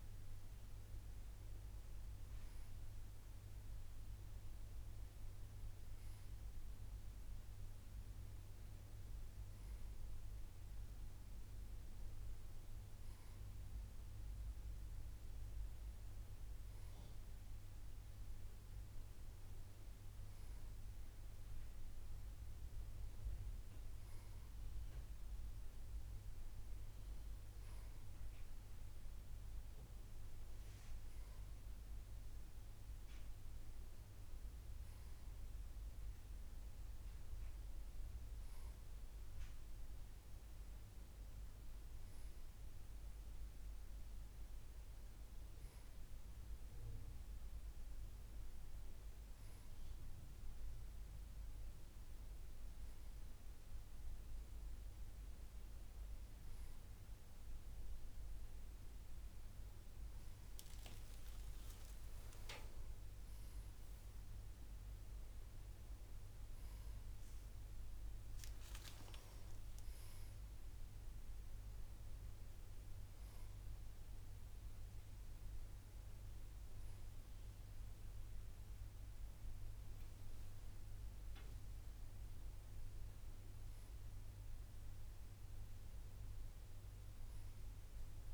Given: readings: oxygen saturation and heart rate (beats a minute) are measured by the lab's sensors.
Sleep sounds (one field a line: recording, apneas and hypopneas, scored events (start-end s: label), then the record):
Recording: breathing in sleep, hard to hear, by a room microphone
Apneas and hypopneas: none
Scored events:
none scored
From the record:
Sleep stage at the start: N2 (light sleep)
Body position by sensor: on the back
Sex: male